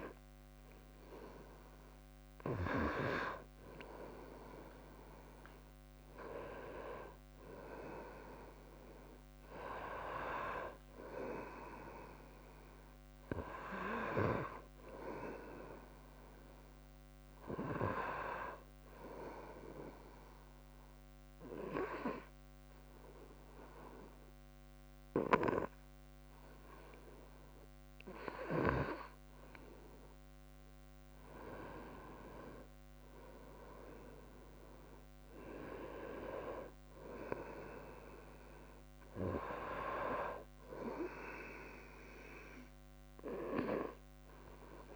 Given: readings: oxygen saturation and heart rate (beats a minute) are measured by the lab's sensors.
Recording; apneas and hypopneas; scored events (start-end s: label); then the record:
breathing in sleep by a microphone on the trachea; 1
11.00-13.00 s: long interval between heartbeats (device-marked, heart rate 68 before, 74 extreme)
20.00-30.50 s: obstructive apnea (oxygen 98% before, 89% lowest, heart rate 69 before, 63 extreme, up 1 after)
33.50-37.50 s: arousal
36.00-44.96 s: oxygen desaturation (device-marked, oxygen 96% before, 93% lowest, heart rate 65 before, 65 extreme)
From the record:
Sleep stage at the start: N2 (light sleep); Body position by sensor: on the right side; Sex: female